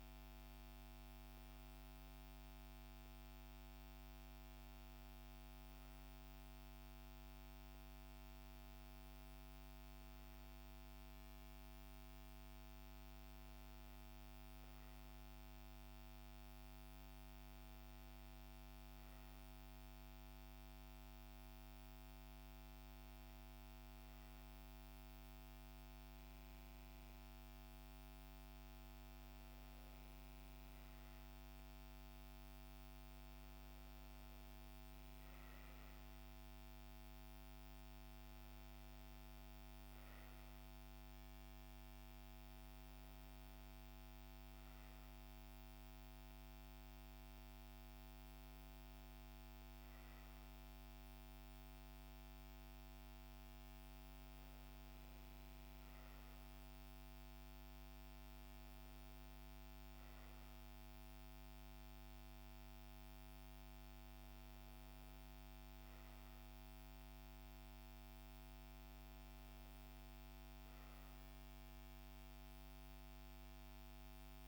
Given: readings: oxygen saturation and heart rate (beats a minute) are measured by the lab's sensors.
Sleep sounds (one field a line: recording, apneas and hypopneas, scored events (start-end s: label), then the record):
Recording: breathing in sleep, hard to hear, by a microphone on the trachea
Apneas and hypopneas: none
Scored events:
none scored
From the record:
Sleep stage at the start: N1 (lightest sleep)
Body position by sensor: on the back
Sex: female